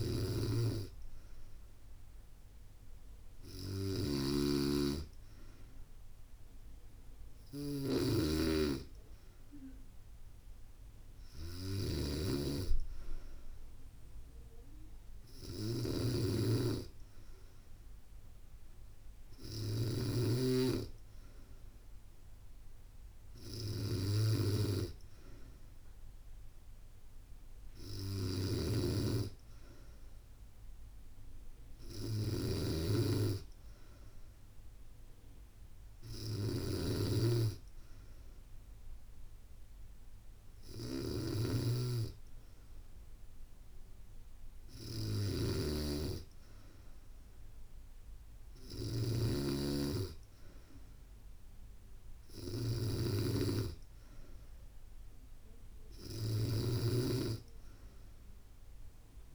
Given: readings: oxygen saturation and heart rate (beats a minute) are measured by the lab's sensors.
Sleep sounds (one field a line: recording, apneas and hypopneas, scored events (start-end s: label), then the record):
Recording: breathing in sleep by a room microphone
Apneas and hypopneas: none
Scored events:
0.00-59.35 s: snoring (device-marked)
From the record:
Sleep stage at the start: N3 (deep sleep)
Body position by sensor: on the back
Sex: female